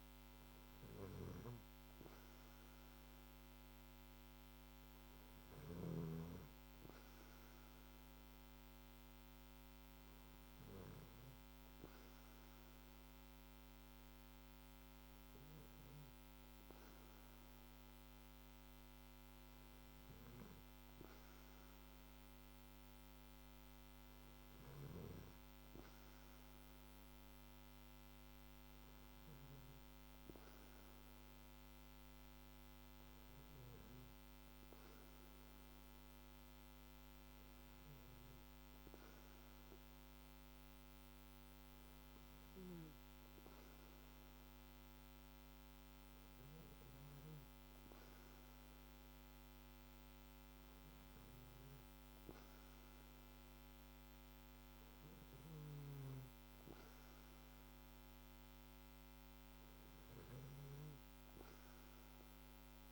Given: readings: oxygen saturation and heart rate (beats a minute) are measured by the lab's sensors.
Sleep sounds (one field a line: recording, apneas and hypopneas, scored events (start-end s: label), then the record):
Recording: breathing in sleep, hard to hear, by a microphone on the trachea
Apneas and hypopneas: none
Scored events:
none scored
From the record:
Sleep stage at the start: N2 (light sleep)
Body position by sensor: on the back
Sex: male